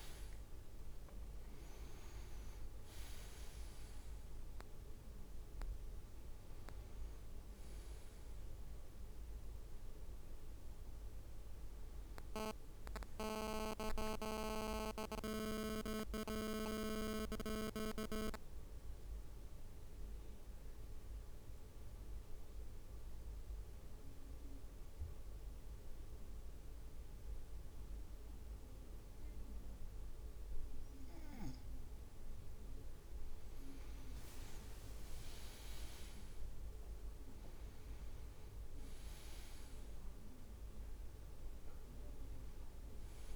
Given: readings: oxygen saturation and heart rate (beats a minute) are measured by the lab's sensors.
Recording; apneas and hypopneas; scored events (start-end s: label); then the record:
breathing in sleep by a room microphone; 1
0.00-12.50 s: drop in pulse transit time (device-marked, heart rate 58 extreme)
19.00-31.50 s: central apnea (oxygen 99% before, 96% lowest, heart rate 59 before, 53 extreme, up 5 after)
32.50-34.00 s: leg movement (device-marked)
34.00-38.50 s: leg movement (device-marked)
35.50-41.50 s: arousal
35.50-43.36 s: drop in pulse transit time (device-marked, heart rate 57 before, 56 extreme)
From the record:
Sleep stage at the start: N2 (light sleep); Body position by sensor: on the right side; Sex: male